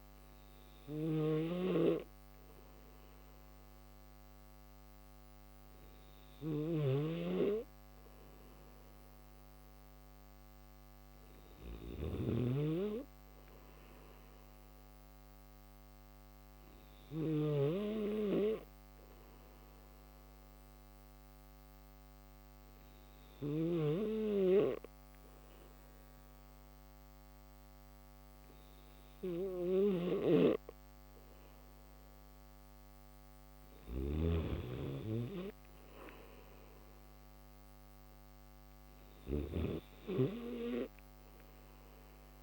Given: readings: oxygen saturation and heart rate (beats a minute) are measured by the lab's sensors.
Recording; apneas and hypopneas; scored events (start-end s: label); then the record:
breathing in sleep by a microphone on the trachea; 1
0.00-23.50 s: snoring (device-marked)
20.00-32.50 s: obstructive apnea (oxygen 93% before, 90% lowest, heart rate 76 before, 75 extreme, up 3 after)
29.50-39.00 s: snoring (device-marked)
From the record:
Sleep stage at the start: N1 (lightest sleep); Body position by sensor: on the back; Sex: male